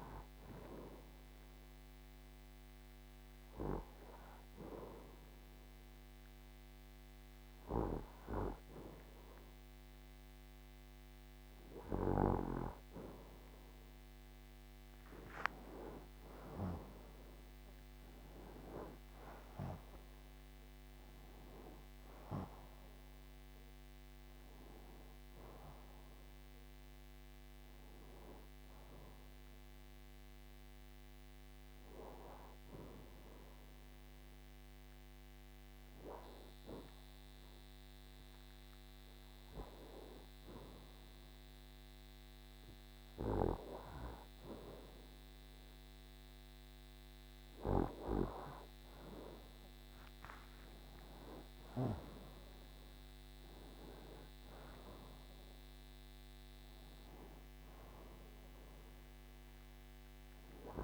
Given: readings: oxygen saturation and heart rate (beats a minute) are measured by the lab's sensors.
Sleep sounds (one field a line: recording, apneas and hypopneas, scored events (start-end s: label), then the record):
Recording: breathing in sleep by a microphone on the trachea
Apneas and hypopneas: 2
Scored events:
0.50-14.00 s: hypopnea (oxygen 93% before, 91% lowest, heart rate 80 before, 76 extreme, up 7 after)
16.00-20.00 s: arousal
28.50-47.00 s: hypopnea (oxygen 94% before, 91% lowest, heart rate 81 before, 61 extreme, up 7 after)
50.00-54.00 s: arousal
From the record:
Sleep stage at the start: N2 (light sleep)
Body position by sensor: on the right side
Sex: male